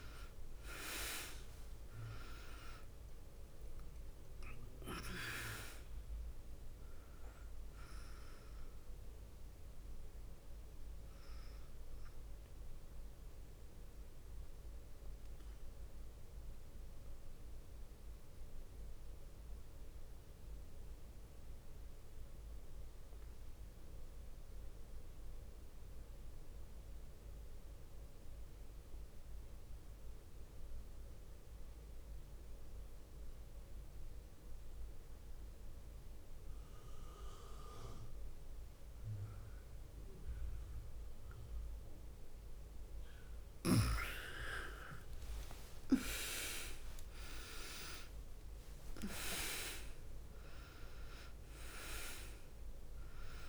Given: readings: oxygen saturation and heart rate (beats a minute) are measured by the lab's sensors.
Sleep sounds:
breathing in sleep by a room microphone; 1
0.00-23.00 s: oxygen desaturation (device-marked, oxygen 88% lowest, heart rate 47 extreme)
13.00-42.00 s: mixed apnea (oxygen 99% before, 88% lowest, heart rate 59 before, 47 extreme, up 10 after)
42.00-53.49 s: oxygen desaturation (device-marked, oxygen 99% before, 89% lowest, heart rate 51 before, 48 extreme)
44.00-48.50 s: arousal
From the record:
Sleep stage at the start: N2 (light sleep); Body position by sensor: on the back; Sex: female

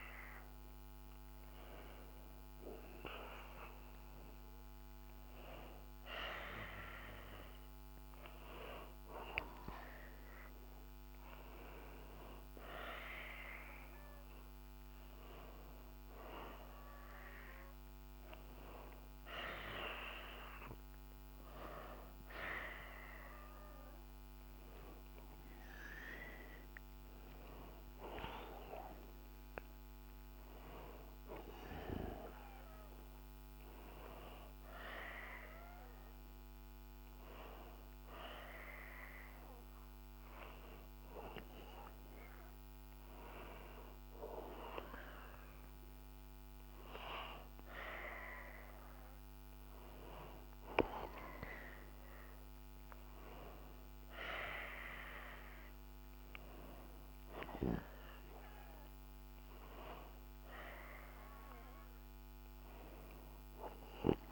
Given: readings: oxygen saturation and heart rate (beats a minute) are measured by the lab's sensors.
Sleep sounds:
breathing in sleep by a microphone on the trachea; none
21.00-25.50 s: arousal
From the record:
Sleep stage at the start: N1 (lightest sleep); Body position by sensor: on the back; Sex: male

